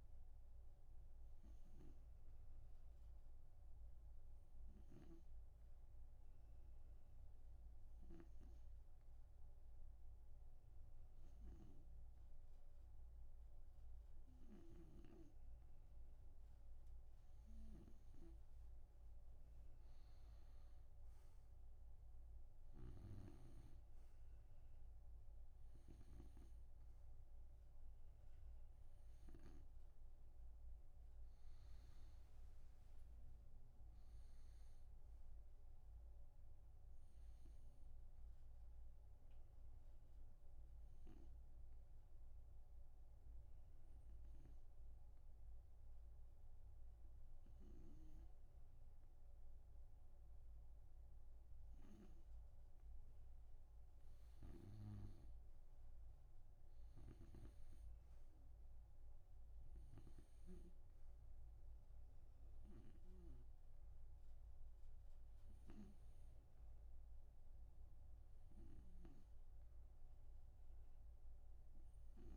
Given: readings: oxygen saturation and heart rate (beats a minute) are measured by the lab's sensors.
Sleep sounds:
breathing in sleep by a room microphone; 2
2.50-16.50 s: hypopnea (oxygen 96% before, 91% lowest)
19.50-24.50 s: arousal
26.50-35.50 s: oxygen desaturation (device-marked, oxygen 95% before, 93% lowest)
39.50-52.50 s: obstructive apnea (oxygen 95% before, 91% lowest)
55.50-60.00 s: arousal
From the record:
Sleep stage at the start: N2 (light sleep); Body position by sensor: on the right side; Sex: male

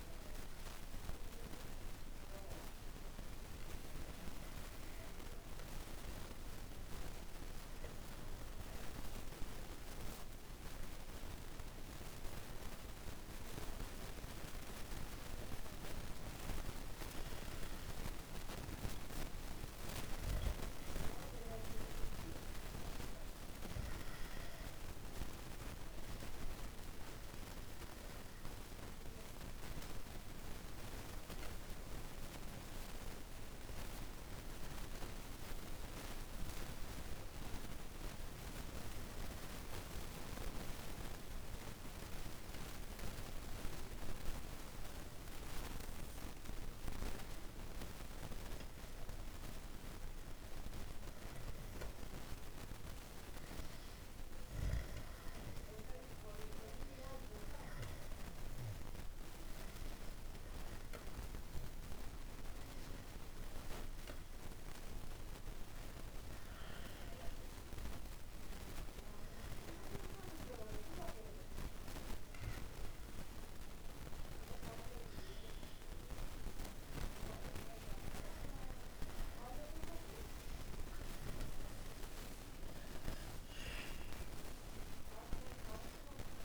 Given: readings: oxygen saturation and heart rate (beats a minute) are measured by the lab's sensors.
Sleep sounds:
breathing in sleep by a room microphone; 2
4.00-16.50 s: obstructive apnea (oxygen 95% before, 93% lowest, heart rate 65 before, 61 extreme, up 0 after)
22.50-28.00 s: arousal
38.00-51.50 s: hypopnea (oxygen 98% before, 93% lowest, heart rate 62 before, 61 extreme, up 0 after)
52.00-86.45 s: new sleep stage, N1 (lightest sleep)
52.50-57.50 s: arousal
62.00-78.00 s: oxygen desaturation (device-marked, oxygen 96% before, 93% lowest, heart rate 62 before, 63 extreme)
83.50-86.45 s: arousal
From the record:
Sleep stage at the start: N2 (light sleep); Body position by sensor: on the back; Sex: male

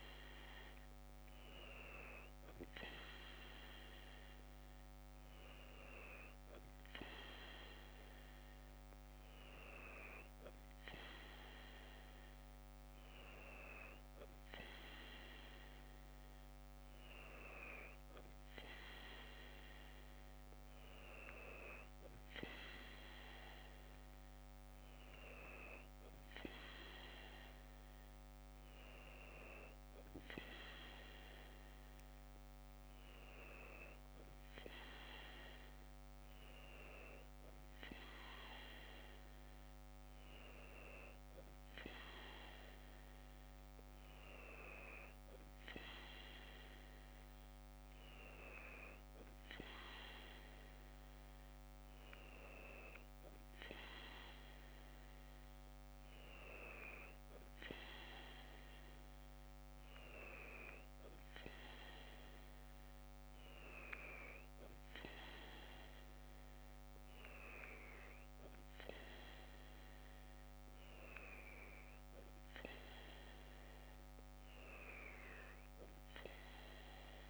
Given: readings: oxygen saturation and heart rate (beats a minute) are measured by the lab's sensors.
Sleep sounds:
breathing in sleep by a microphone on the trachea; none
none scored
From the record:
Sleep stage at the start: N2 (light sleep); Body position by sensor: on the left side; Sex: female

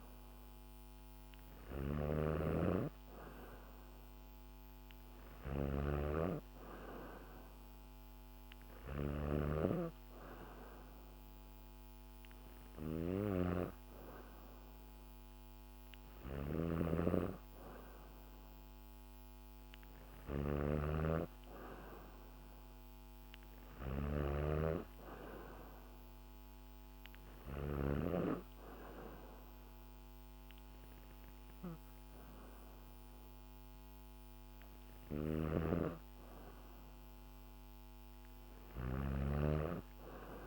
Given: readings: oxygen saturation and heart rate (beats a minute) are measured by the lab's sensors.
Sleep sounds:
breathing in sleep by a microphone on the trachea; none
0.00-27.50 s: snoring (device-marked)
34.50-40.47 s: snoring (device-marked)
From the record:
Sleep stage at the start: N2 (light sleep); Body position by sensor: on the back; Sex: female

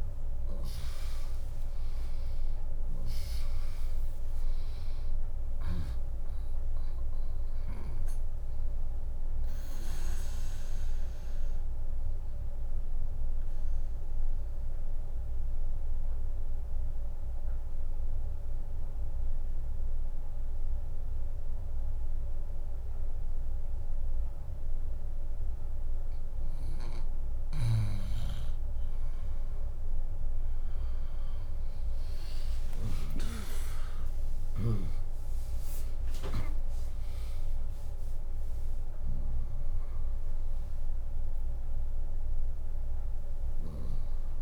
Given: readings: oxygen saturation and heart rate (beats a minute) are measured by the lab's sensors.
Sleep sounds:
breathing in sleep by a room microphone; 1
0.00-3.50 s: arousal
3.50-21.50 s: drop in pulse transit time (device-marked, heart rate 63 before, 64 extreme)
3.50-22.50 s: oxygen desaturation (device-marked, oxygen 100% before, 96% lowest, heart rate 63 before, 58 extreme)
14.00-26.00 s: obstructive apnea (oxygen 100% before, 96% lowest, heart rate 70 before, 58 extreme, up 0 after)
27.00-33.00 s: snoring (device-marked)
28.50-33.00 s: arousal
36.50-44.42 s: drop in pulse transit time (device-marked, heart rate 68 before, 69 extreme)
From the record:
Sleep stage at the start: N2 (light sleep); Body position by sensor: on the back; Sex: female

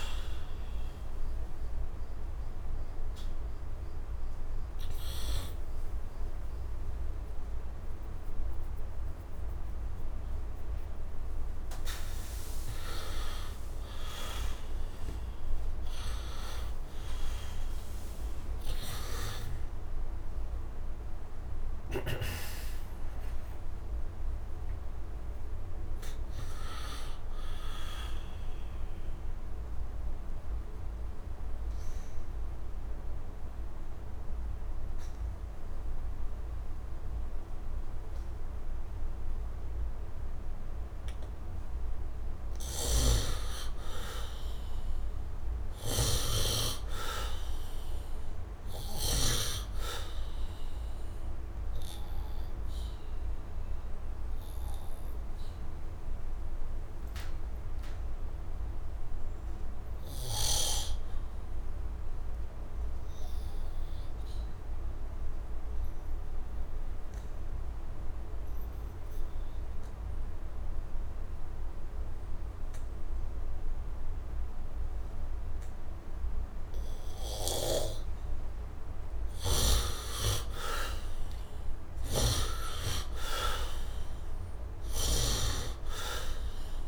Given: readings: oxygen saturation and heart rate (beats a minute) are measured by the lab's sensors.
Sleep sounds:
breathing in sleep by a room microphone; 2
0.00-13.00 s: oxygen desaturation (device-marked, oxygen 63% lowest, heart rate 69 extreme)
19.00-24.50 s: arousal
29.50-40.00 s: obstructive apnea (oxygen 99% before, 76% lowest, heart rate 122 before, 68 extreme, up 34 after)
42.00-46.00 s: arousal
42.50-46.50 s: snoring (device-marked)
46.00-64.00 s: oxygen desaturation (device-marked, oxygen 99% before, 82% lowest, heart rate 83 before, 74 extreme)
50.00-79.00 s: obstructive apnea (oxygen 99% before, 72% lowest, heart rate 82 before, 73 extreme, up 8 after)
72.00-86.87 s: oxygen desaturation (device-marked, oxygen 98% before, 76% lowest, heart rate 85 before, 72 extreme)
82.00-86.00 s: arousal
From the record:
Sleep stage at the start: N2 (light sleep); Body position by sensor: on the back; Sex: male

